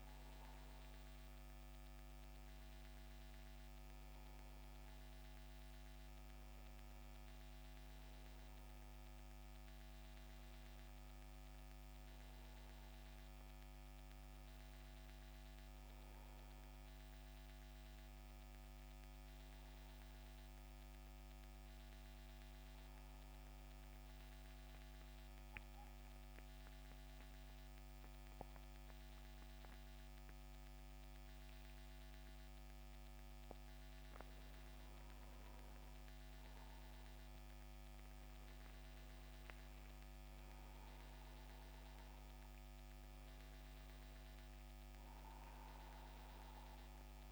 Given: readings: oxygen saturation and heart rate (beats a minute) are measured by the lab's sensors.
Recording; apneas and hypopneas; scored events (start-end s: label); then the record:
breathing in sleep, hard to hear, by a microphone on the trachea; 1
0.00-11.50 s: oxygen desaturation (device-marked, oxygen 89% lowest, heart rate 71 extreme)
22.50-32.50 s: obstructive apnea (oxygen 95% before, 89% lowest, heart rate 80 before, 71 extreme, up 8 after)
34.50-37.50 s: arousal
41.50-47.32 s: oxygen desaturation (device-marked, oxygen 94% before, 89% lowest, heart rate 75 before, 72 extreme)
From the record:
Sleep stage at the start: N1 (lightest sleep); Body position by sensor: on the back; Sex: male